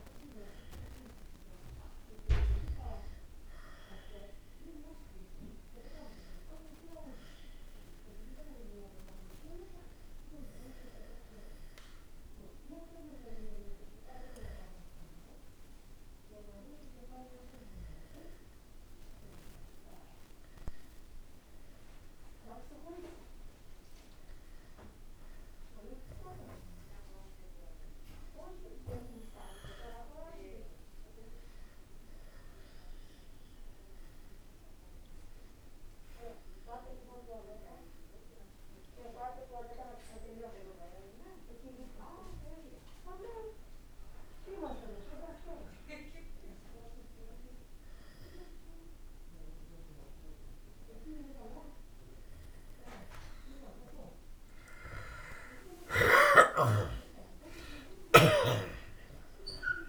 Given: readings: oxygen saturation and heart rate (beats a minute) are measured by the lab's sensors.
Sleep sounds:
a person partly awake in a sleep study, by a room microphone; none
36.00-59.89 s: new sleep stage, awake
From the record:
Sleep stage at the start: N1 (lightest sleep); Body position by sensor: on the back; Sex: male

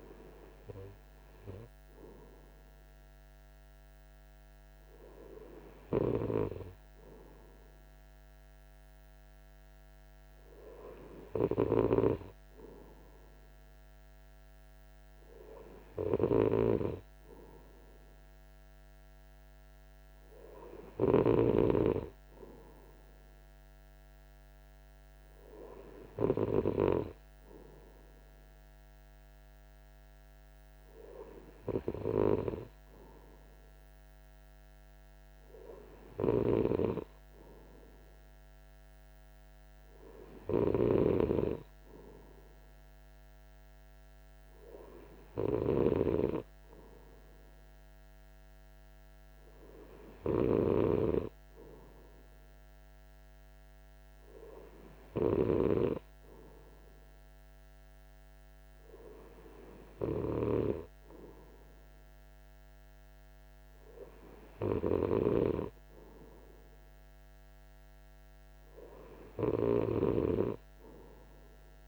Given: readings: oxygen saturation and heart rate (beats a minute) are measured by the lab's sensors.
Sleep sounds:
breathing in sleep by a microphone on the trachea; none
none scored
From the record:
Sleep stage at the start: N3 (deep sleep); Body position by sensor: on the right side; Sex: male

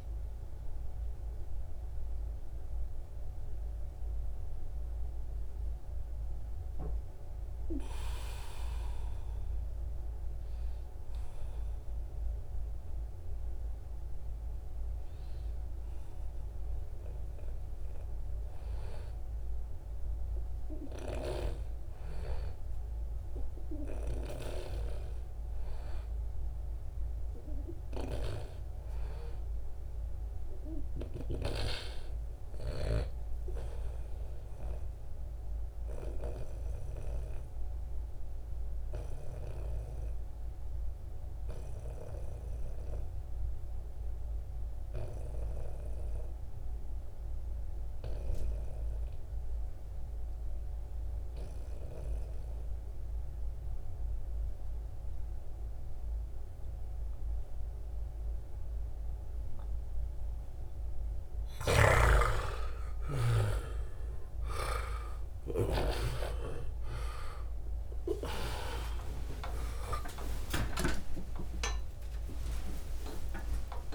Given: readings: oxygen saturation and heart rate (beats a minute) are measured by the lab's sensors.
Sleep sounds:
breathing in sleep by a room microphone; 1
1.50-19.50 s: oxygen desaturation (device-marked, oxygen 88% before, 83% lowest, heart rate 68 before, 71 extreme)
23.00-31.00 s: snoring (device-marked)
27.00-30.50 s: arousal
34.00-60.50 s: obstructive apnea (oxygen 99% before, 87% lowest, heart rate 78 before, 64 extreme, up 12 after)
47.50-71.50 s: oxygen desaturation (device-marked, oxygen 97% before, 89% lowest, heart rate 74 before, 64 extreme)
60.50-64.00 s: snoring (device-marked)
70.50-72.50 s: long interval between heartbeats (device-marked, heart rate 69 before, 107 extreme)
71.50-73.95 s: new sleep stage, awake
72.50-73.95 s: long interval between heartbeats (device-marked, heart rate 74 before, 128 extreme)
From the record:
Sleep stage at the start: N2 (light sleep); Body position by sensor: on the back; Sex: male

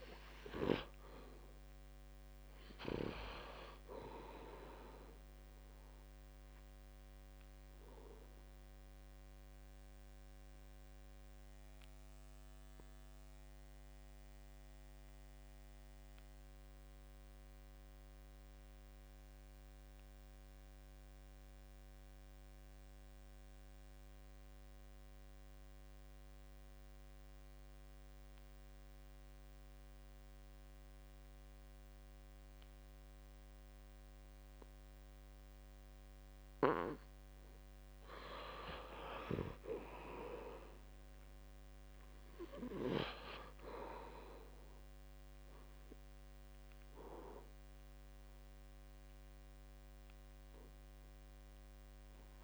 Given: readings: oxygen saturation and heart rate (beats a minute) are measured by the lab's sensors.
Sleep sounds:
breathing in sleep by a microphone on the trachea; 1
0.00-18.50 s: oxygen desaturation (device-marked, oxygen 74% lowest, heart rate 64 extreme)
8.00-36.00 s: obstructive apnea (oxygen 90% before, 74% lowest, heart rate 76 before, 64 extreme, up 14 after)
21.50-23.50 s: long interval between heartbeats (device-marked, heart rate 70 before, 69 extreme)
31.00-33.00 s: long interval between heartbeats (device-marked, heart rate 67 before, 69 extreme)
31.50-52.44 s: oxygen desaturation (device-marked, oxygen 97% before, 79% lowest, heart rate 68 before, 66 extreme)
33.50-35.50 s: long interval between heartbeats (device-marked, heart rate 68 before, 70 extreme)
39.00-42.50 s: arousal
From the record:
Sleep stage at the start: N2 (light sleep); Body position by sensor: on the back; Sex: male

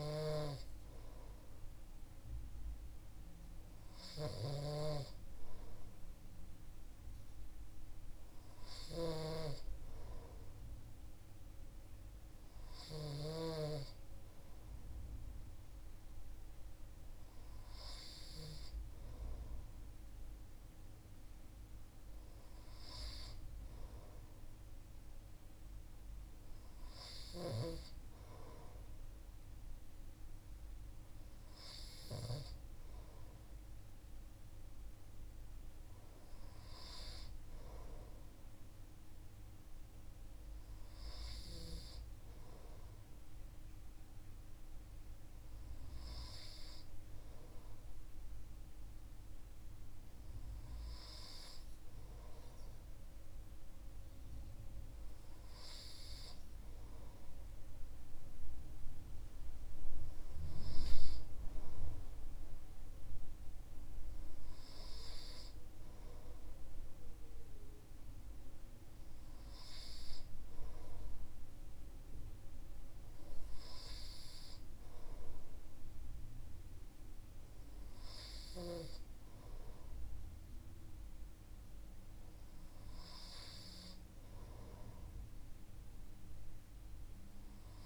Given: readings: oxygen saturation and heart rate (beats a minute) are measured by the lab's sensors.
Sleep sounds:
breathing in sleep by a room microphone; none
4.00-13.00 s: snoring (device-marked)
From the record:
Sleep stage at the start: N2 (light sleep); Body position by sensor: on the right side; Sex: male

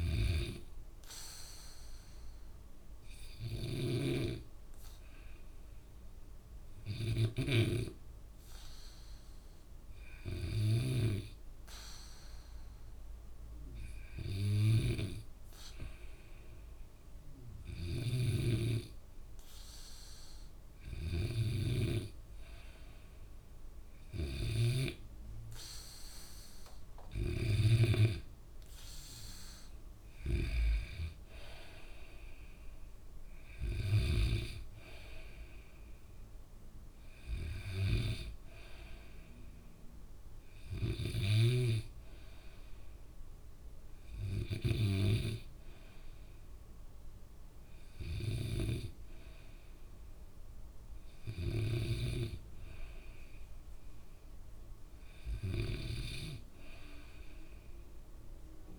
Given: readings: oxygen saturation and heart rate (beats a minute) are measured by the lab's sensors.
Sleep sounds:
breathing in sleep by a room microphone; 1
0.00-28.00 s: snoring (device-marked)
3.50-22.00 s: hypopnea (oxygen 96% before, 94% lowest, heart rate 66 before, 60 extreme, up 6 after)
25.50-29.00 s: arousal
41.00-45.00 s: snoring (device-marked)
From the record:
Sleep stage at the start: N2 (light sleep); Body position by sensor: on the back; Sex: male

